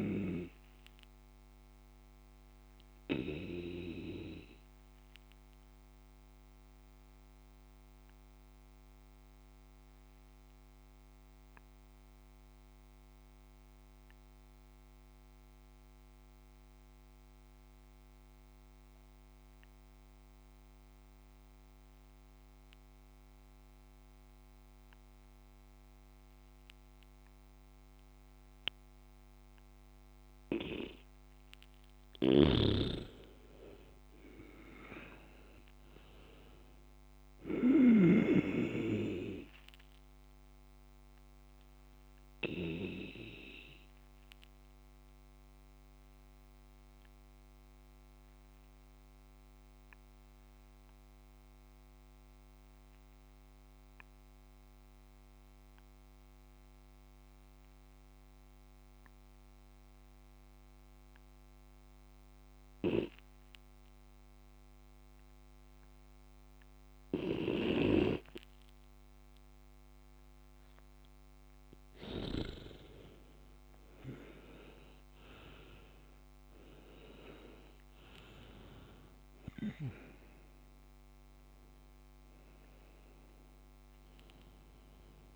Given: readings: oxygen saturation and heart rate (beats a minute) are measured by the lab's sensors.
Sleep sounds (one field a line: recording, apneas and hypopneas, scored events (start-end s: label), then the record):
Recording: breathing in sleep by a microphone on the trachea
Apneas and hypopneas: 2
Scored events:
0.00-8.00 s: oxygen desaturation (device-marked, oxygen 94% lowest, heart rate 60 extreme)
2.00-31.00 s: obstructive apnea (oxygen 99% before, 94% lowest, heart rate 67 before, 59 extreme, up 7 after)
32.00-38.00 s: snoring (device-marked)
33.00-36.50 s: arousal
41.00-70.50 s: obstructive apnea (oxygen 99% before, 95% lowest, heart rate 64 before, 59 extreme, up 0 after)
72.50-77.00 s: arousal
From the record:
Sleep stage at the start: N2 (light sleep)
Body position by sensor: on the back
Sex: male